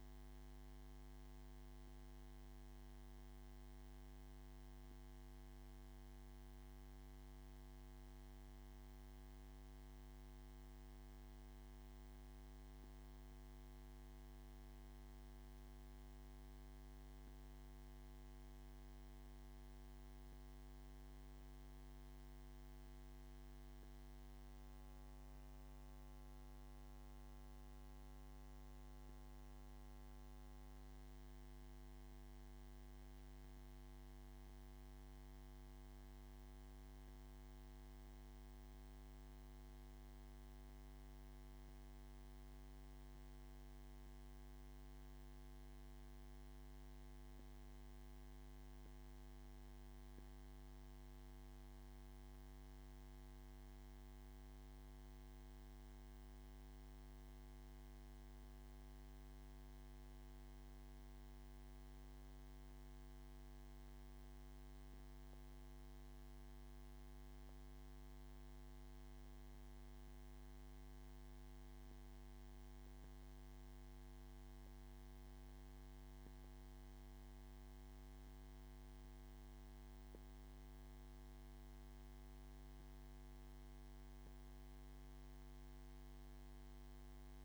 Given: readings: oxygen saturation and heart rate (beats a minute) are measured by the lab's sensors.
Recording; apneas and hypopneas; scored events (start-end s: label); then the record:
a person partly awake in a sleep study, hard to hear, by a microphone on the trachea; none
29.50-87.45 s: new sleep stage, N1 (lightest sleep)
From the record:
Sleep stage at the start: awake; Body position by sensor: on the back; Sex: male